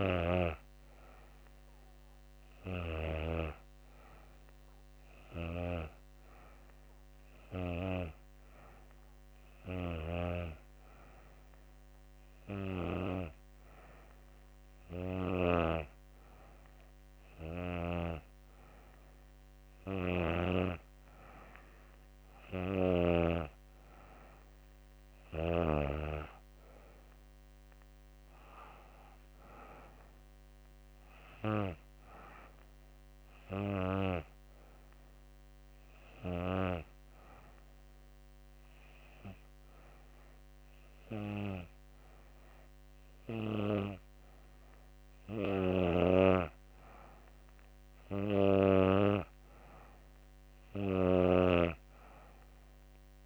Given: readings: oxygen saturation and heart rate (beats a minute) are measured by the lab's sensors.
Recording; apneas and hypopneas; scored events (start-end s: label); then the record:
breathing in sleep by a microphone on the trachea; 1
0.00-3.50 s: oxygen desaturation (device-marked, oxygen 92% lowest, heart rate 79 extreme)
35.50-47.00 s: hypopnea (oxygen 94% before, 92% lowest, heart rate 82 before, 80 extreme, up 4 after)
48.50-52.00 s: arousal
From the record:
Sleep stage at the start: N2 (light sleep); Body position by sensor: on the back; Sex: female